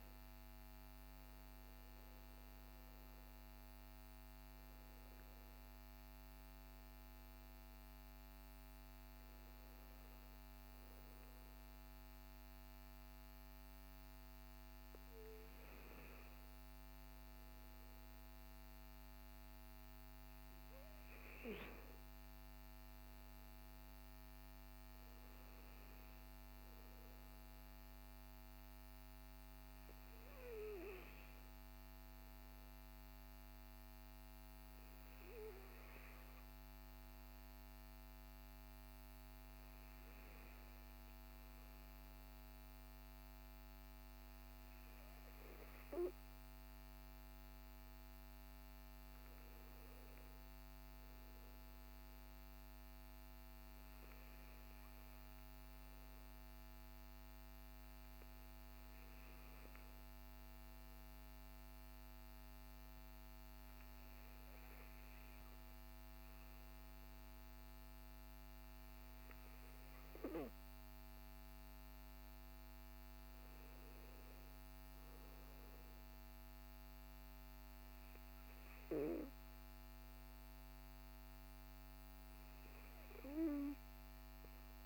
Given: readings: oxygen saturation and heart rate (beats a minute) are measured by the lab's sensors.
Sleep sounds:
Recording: a person partly awake in a sleep study, hard to hear, by a microphone on the trachea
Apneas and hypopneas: 2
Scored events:
15.00-84.86 s: new sleep stage, N2 (light sleep)
34.50-46.50 s: hypopnea (oxygen 97% before, 96% lowest, heart rate 60 before, 49 extreme, up 11 after)
48.00-51.50 s: arousal
60.50-72.00 s: obstructive apnea (oxygen 97% before, 94% lowest, heart rate 58 before, 53 extreme, up 16 after)
75.00-78.50 s: arousal
From the record:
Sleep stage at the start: awake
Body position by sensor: on the back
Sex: male

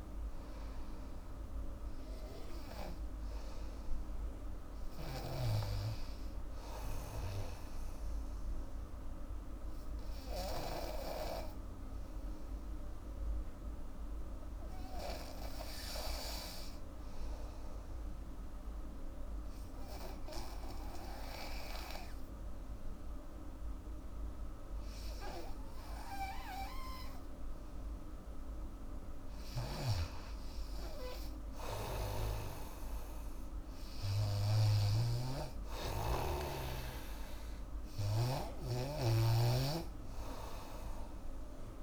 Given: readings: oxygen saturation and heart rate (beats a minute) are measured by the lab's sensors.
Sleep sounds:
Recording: breathing in sleep by a room microphone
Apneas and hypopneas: 1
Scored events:
0.00-14.00 s: oxygen desaturation (device-marked, oxygen 91% lowest, heart rate 71 extreme)
9.00-28.50 s: obstructive apnea (oxygen 98% before, 90% lowest, heart rate 79 before, 78 extreme, up 6 after)
27.00-41.83 s: oxygen desaturation (device-marked, oxygen 98% before, 90% lowest, heart rate 77 before, 78 extreme)
29.50-41.83 s: snoring (device-marked)
30.50-34.50 s: arousal
From the record:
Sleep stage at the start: N2 (light sleep)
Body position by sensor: on the back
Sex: female

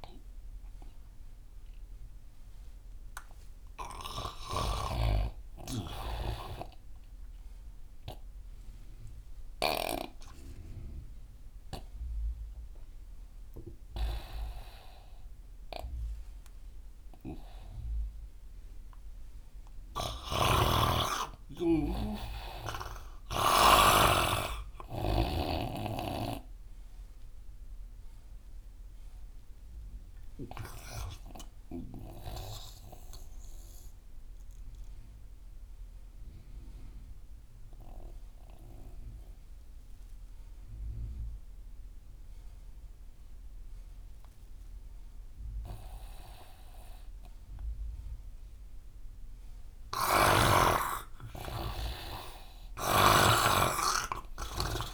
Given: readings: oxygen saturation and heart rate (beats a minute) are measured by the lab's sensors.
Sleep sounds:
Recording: breathing in sleep by a room microphone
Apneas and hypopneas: 2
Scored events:
7.50-18.00 s: obstructive apnea (oxygen 98% before, 92% lowest)
19.00-23.00 s: arousal
20.50-24.00 s: snoring (device-marked)
26.00-31.00 s: snoring (device-marked)
26.50-43.50 s: oxygen desaturation (device-marked, oxygen 98% before, 95% lowest)
32.00-48.00 s: mixed apnea (oxygen 98% before, 90% lowest)
50.00-53.50 s: snoring (device-marked)
50.50-54.94 s: oxygen desaturation (device-marked, oxygen 99% before, 92% lowest)
51.00-54.94 s: arousal
From the record:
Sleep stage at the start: N2 (light sleep)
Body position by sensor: on the right side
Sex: male

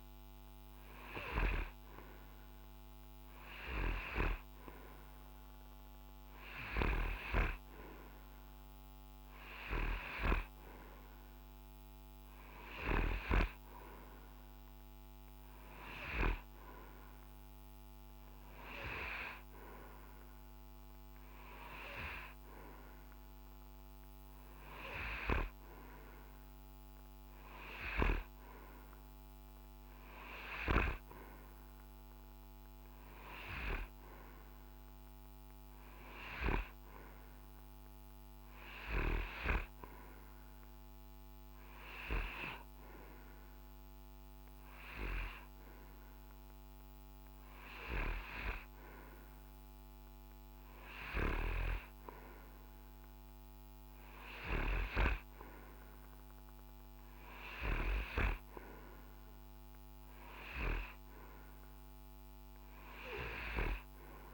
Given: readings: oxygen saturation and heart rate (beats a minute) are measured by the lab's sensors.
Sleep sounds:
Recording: breathing in sleep by a microphone on the trachea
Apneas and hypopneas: none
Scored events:
none scored
From the record:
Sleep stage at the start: N3 (deep sleep)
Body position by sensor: on the right side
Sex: male

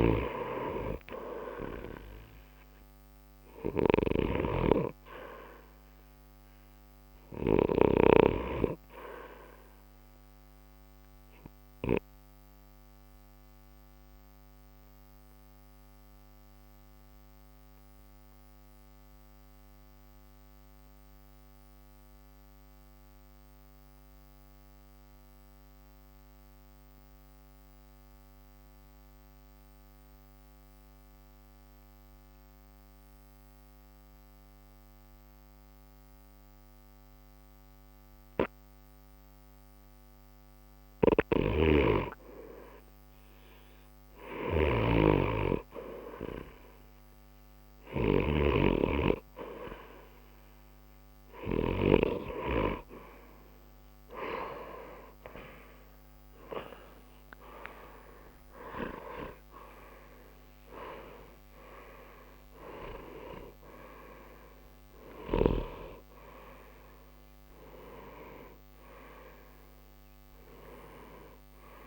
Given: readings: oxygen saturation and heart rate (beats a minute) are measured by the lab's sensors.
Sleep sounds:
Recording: breathing in sleep by a microphone on the trachea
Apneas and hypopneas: 1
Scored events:
0.00-30.00 s: oxygen desaturation (device-marked, oxygen 87% lowest, heart rate 60 extreme)
4.50-8.00 s: arousal
11.50-40.00 s: obstructive apnea (oxygen 93% before, 81% lowest, heart rate 60 before, 60 extreme, up 0 after)
41.00-44.50 s: snoring (device-marked)
42.00-45.50 s: arousal
45.00-71.00 s: oxygen desaturation (device-marked, oxygen 93% before, 85% lowest, heart rate 60 before, 60 extreme)
56.00-71.87 s: new sleep stage, N1 (lightest sleep)
57.50-62.50 s: arousal
From the record:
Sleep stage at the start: REM sleep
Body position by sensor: on the right side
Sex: male

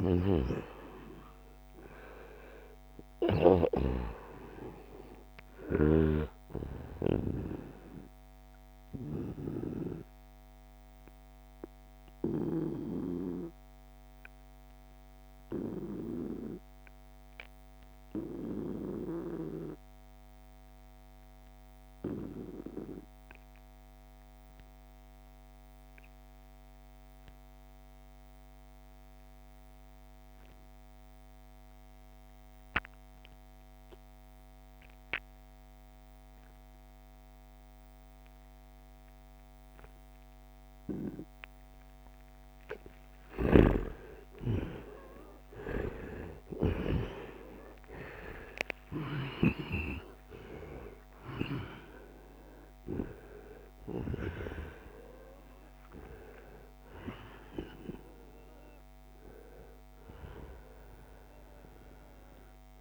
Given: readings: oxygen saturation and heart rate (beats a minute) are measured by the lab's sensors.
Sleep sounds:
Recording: breathing in sleep by a microphone on the trachea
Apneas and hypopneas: 1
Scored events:
0.00-3.00 s: snoring (device-marked)
0.00-14.00 s: oxygen desaturation (device-marked, oxygen 90% lowest, heart rate 65 extreme)
6.50-42.00 s: obstructive apnea (oxygen 95% before, 88% lowest, heart rate 75 before, 64 extreme, up 12 after)
30.00-52.00 s: oxygen desaturation (device-marked, oxygen 97% before, 90% lowest, heart rate 73 before, 64 extreme)
42.50-46.50 s: snoring (device-marked)
43.50-48.00 s: arousal
54.00-62.81 s: oxygen desaturation (device-marked, oxygen 92% before, 88% lowest, heart rate 70 before, 69 extreme)
From the record:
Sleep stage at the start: N2 (light sleep)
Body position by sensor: on the right side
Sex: male

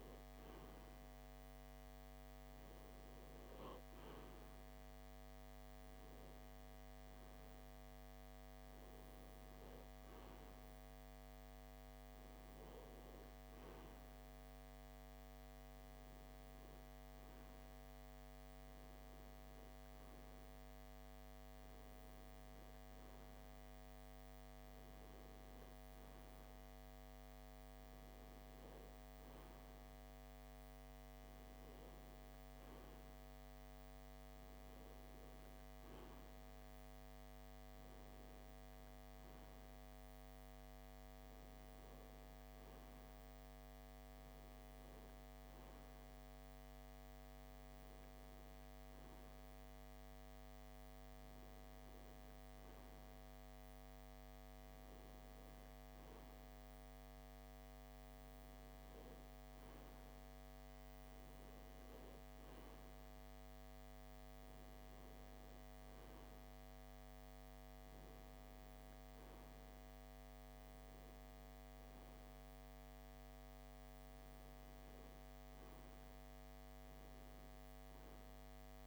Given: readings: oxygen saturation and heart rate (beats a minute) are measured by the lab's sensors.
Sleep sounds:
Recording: breathing in sleep, hard to hear, by a microphone on the trachea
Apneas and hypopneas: none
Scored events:
none scored
From the record:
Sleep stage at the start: N3 (deep sleep)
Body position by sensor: on the left side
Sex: male

